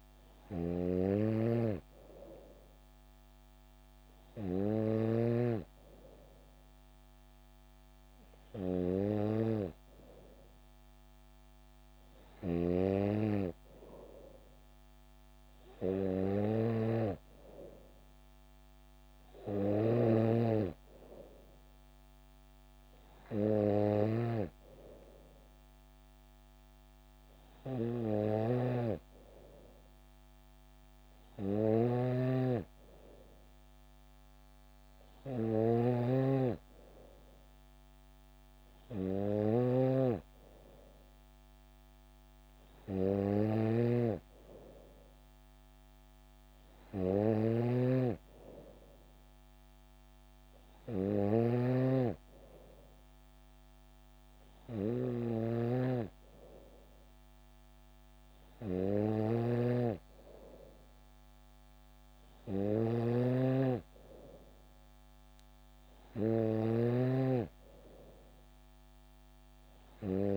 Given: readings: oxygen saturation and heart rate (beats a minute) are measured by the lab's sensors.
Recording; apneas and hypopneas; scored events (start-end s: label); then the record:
breathing in sleep by a microphone on the trachea; none
16.50-20.50 s: snoring (device-marked)
28.50-70.37 s: snoring (device-marked)
From the record:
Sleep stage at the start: N3 (deep sleep); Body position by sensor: on the back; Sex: female